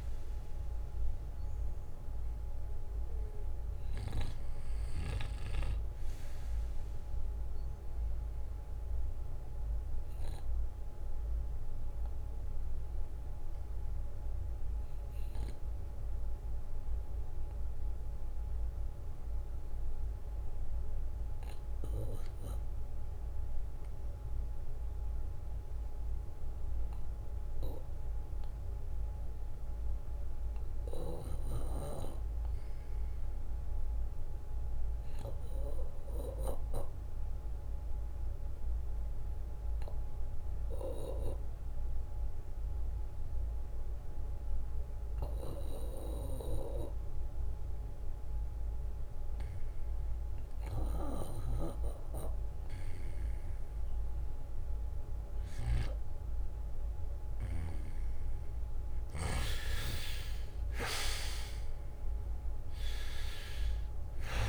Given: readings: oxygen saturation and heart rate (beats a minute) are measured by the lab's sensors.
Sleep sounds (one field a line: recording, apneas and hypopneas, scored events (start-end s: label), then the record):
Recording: breathing in sleep by a room microphone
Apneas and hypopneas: 1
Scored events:
7.00-56.00 s: obstructive apnea (oxygen 93% before, 87% lowest, heart rate 68 before, 54 extreme, up 14 after)
9.50-23.50 s: oxygen desaturation (device-marked, oxygen 92% before, 87% lowest, heart rate 68 before, 55 extreme)
38.50-40.50 s: bradycardia (device-marked, heart rate 64 before, 59 extreme)
41.50-46.50 s: bradycardia (device-marked, heart rate 64 before, 55 extreme)
46.50-64.48 s: oxygen desaturation (device-marked, oxygen 97% before, 93% lowest, heart rate 63 before, 54 extreme)
47.50-55.50 s: bradycardia (device-marked, heart rate 64 before, 56 extreme)
59.00-64.48 s: arousal
From the record:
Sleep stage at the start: REM sleep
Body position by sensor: on the back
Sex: male